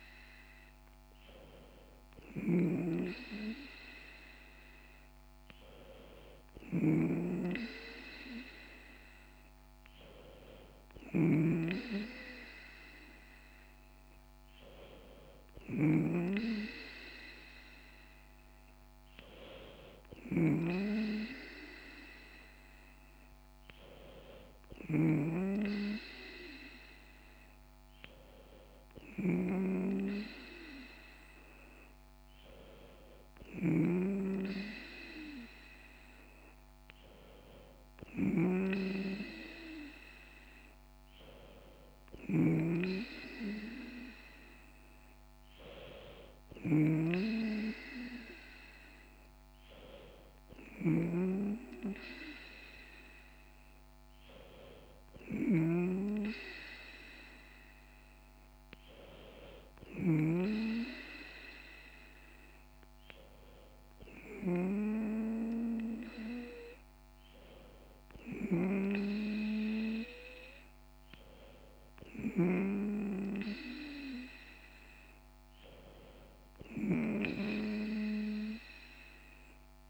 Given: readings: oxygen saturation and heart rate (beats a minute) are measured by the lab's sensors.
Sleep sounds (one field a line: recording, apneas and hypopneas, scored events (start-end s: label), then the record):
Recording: breathing in sleep by a microphone on the trachea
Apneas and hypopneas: none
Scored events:
6.00-11.00 s: snoring (device-marked)
From the record:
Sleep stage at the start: N2 (light sleep)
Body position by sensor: on the back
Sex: female